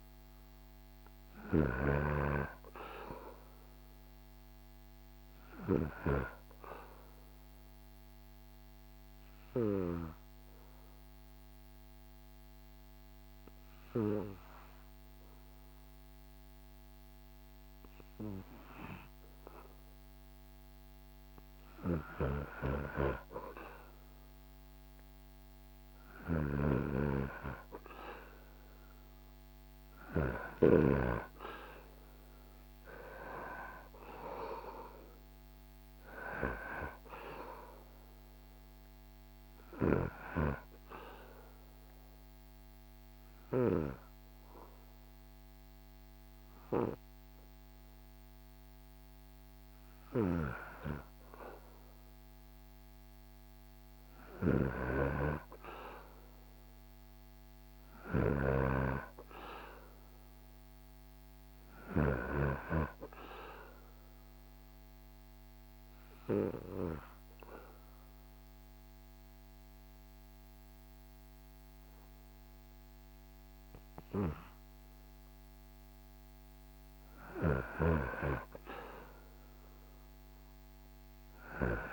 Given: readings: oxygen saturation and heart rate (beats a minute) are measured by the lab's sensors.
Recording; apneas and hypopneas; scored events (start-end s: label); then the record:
breathing in sleep by a microphone on the trachea; 3
0.00-1.00 s: snoring (device-marked)
6.50-21.00 s: obstructive apnea (oxygen 97% before, 93% lowest, heart rate 74 before, 66 extreme, up 11 after)
21.50-30.00 s: snoring (device-marked)
24.00-29.00 s: arousal
29.50-47.50 s: oxygen desaturation (device-marked, oxygen 97% before, 93% lowest, heart rate 72 before, 71 extreme)
40.00-51.50 s: obstructive apnea (oxygen 97% before, 92% lowest, heart rate 77 before, 71 extreme, up 8 after)
49.00-61.00 s: snoring (device-marked)
53.50-57.00 s: arousal
58.50-75.50 s: oxygen desaturation (device-marked, oxygen 98% before, 95% lowest, heart rate 75 before, 67 extreme)
63.00-76.50 s: obstructive apnea (oxygen 98% before, 92% lowest, heart rate 75 before, 67 extreme, up 2 after)
76.50-81.93 s: snoring (device-marked)
80.00-81.93 s: arousal
From the record:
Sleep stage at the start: N2 (light sleep); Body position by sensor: on the back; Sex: male